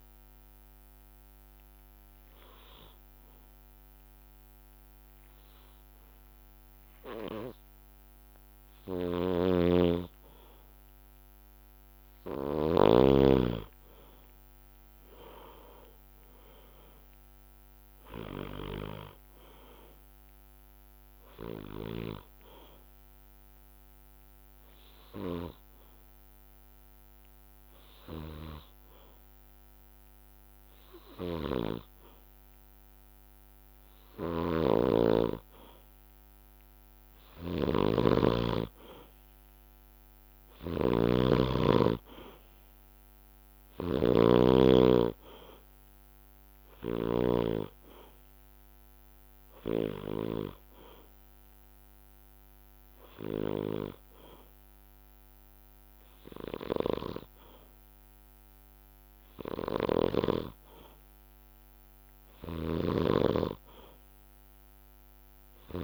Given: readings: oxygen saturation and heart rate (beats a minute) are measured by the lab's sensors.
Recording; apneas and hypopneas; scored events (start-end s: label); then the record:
breathing in sleep by a microphone on the trachea; 2
0.00-4.00 s: drop in pulse transit time (device-marked, heart rate 63 extreme)
0.50-11.00 s: hypopnea (oxygen 96% before, 94% lowest, heart rate 73 before, 62 extreme, up 4 after)
8.50-12.50 s: snoring (device-marked)
13.50-17.00 s: arousal
22.50-32.50 s: hypopnea (oxygen 97% before, 94% lowest, heart rate 64 before, 63 extreme, up 5 after)
34.00-47.00 s: snoring (device-marked)
38.50-42.50 s: arousal
62.00-65.84 s: snoring (device-marked)
From the record:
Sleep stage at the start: N2 (light sleep); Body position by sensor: on the back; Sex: male